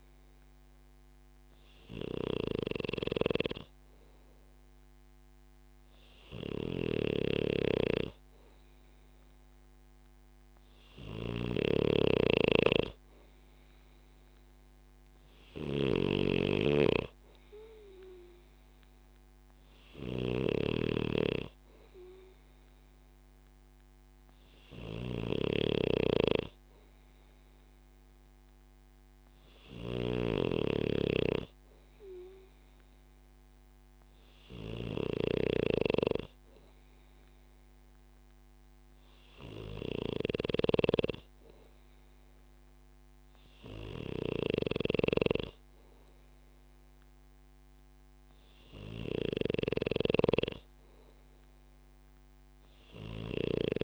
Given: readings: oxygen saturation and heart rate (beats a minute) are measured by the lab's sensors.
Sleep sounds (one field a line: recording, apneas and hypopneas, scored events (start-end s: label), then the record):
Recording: breathing in sleep by a microphone on the trachea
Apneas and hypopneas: none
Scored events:
0.00-53.84 s: snoring (device-marked)
From the record:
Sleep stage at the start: N2 (light sleep)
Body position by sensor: on the back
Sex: male